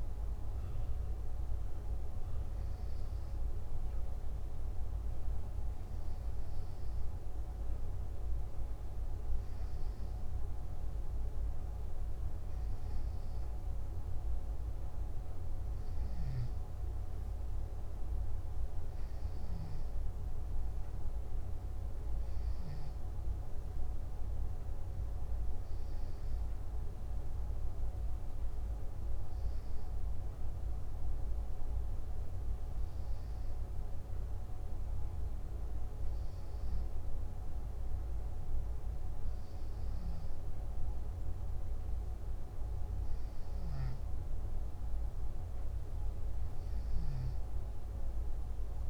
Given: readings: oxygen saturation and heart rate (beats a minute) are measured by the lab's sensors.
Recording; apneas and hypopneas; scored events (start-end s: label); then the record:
breathing in sleep, hard to hear, by a room microphone; none
none scored
From the record:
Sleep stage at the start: N2 (light sleep); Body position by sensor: on the back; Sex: male